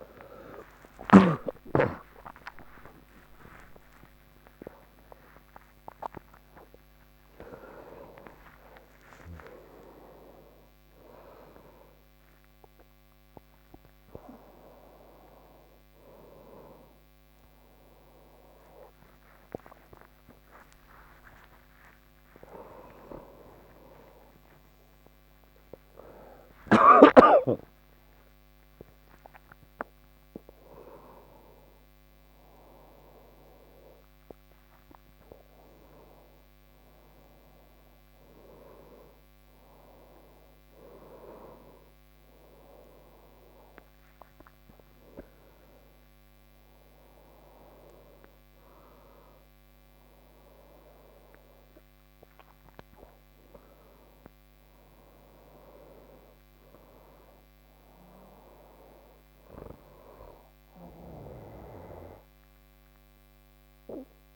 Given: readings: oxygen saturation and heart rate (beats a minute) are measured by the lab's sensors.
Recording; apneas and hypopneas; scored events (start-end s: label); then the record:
breathing in sleep by a microphone on the trachea; none
30.50-45.50 s: oxygen desaturation (device-marked, oxygen 95% before, 88% lowest)
From the record:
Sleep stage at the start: N3 (deep sleep); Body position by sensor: on the back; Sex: male